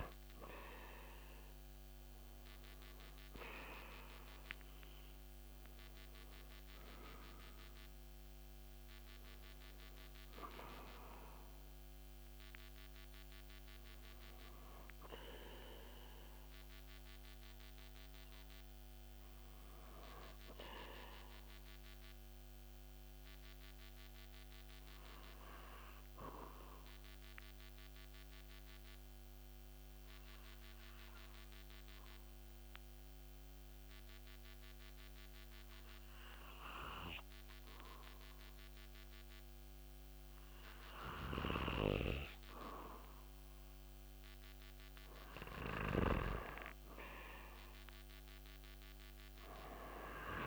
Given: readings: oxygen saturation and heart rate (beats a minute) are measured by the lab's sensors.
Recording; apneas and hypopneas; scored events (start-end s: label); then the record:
breathing in sleep by a microphone on the trachea; 1
0.00-3.00 s: arousal
4.00-30.00 s: oxygen desaturation (device-marked, oxygen 96% before, 91% lowest)
22.00-41.50 s: obstructive apnea (oxygen 96% before, 91% lowest)
From the record:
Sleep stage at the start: N2 (light sleep); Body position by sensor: on the back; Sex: male